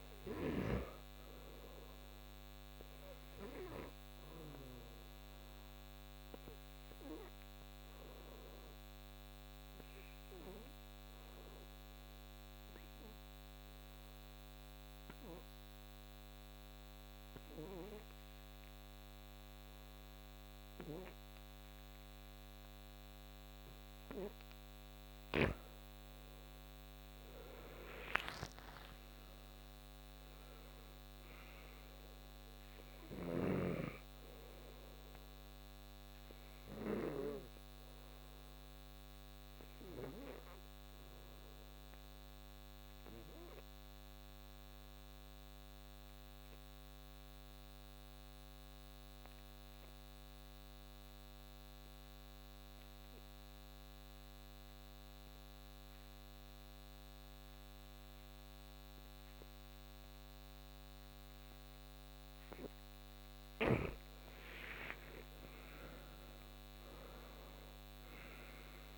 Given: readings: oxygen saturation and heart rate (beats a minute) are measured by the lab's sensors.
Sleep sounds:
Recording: breathing in sleep by a microphone on the trachea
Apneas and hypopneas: 2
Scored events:
0.00-14.00 s: oxygen desaturation (device-marked, oxygen 98% before, 88% lowest, heart rate 65 before, 62 extreme)
5.00-26.00 s: obstructive apnea (oxygen 98% before, 81% lowest, heart rate 67 before, 62 extreme, up 6 after)
26.00-46.00 s: oxygen desaturation (device-marked, oxygen 97% before, 86% lowest, heart rate 65 before, 62 extreme)
28.00-32.50 s: arousal
37.00-62.50 s: obstructive apnea (oxygen 97% before, 81% lowest, heart rate 67 before, 61 extreme, up 13 after)
60.00-68.98 s: oxygen desaturation (device-marked, oxygen 97% before, 81% lowest, heart rate 65 before, 61 extreme)
64.00-68.50 s: arousal
From the record:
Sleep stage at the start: N2 (light sleep)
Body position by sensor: on the back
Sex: male

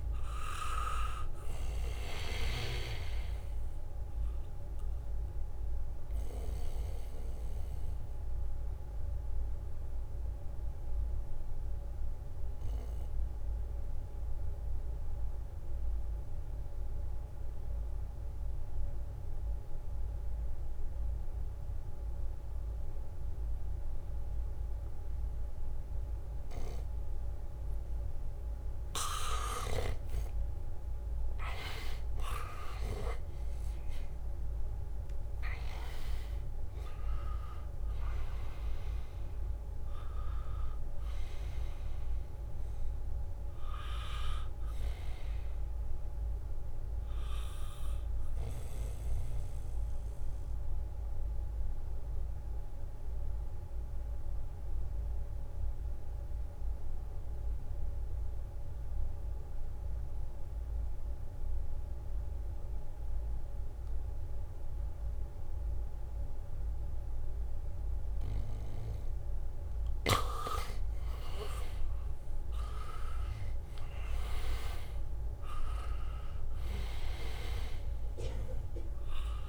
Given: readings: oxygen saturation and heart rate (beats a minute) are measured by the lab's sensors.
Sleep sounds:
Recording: breathing in sleep by a room microphone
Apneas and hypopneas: 2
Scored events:
0.00-18.00 s: oxygen desaturation (device-marked, oxygen 85% lowest, heart rate 67 extreme)
7.00-30.50 s: obstructive apnea (oxygen 98% before, 81% lowest, heart rate 72 before, 70 extreme, up 4 after)
25.00-60.00 s: oxygen desaturation (device-marked, oxygen 98% before, 81% lowest, heart rate 72 before, 65 extreme)
32.00-37.00 s: arousal
52.00-69.50 s: mixed apnea (oxygen 98% before, 81% lowest, heart rate 75 before, 65 extreme, up 2 after)
66.00-79.49 s: oxygen desaturation (device-marked, oxygen 99% before, 84% lowest, heart rate 76 before, 65 extreme)
72.00-77.00 s: arousal
From the record:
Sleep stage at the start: N2 (light sleep)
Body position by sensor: on the back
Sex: male

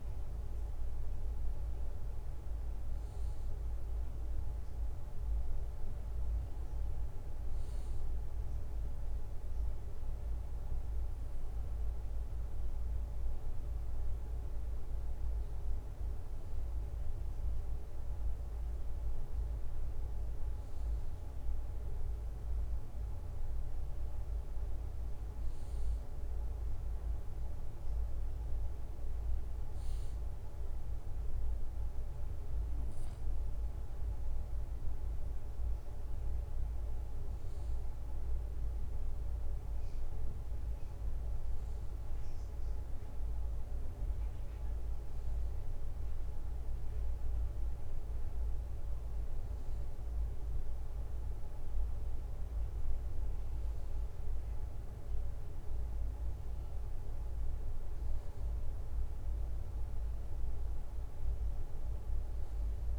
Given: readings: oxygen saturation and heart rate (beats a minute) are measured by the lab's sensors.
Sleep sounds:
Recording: a person partly awake in a sleep study, hard to hear, by a room microphone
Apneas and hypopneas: none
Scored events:
10.50-62.99 s: new sleep stage, N2 (light sleep)
41.00-45.50 s: arousal
From the record:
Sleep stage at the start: awake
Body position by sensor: on the right side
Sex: male

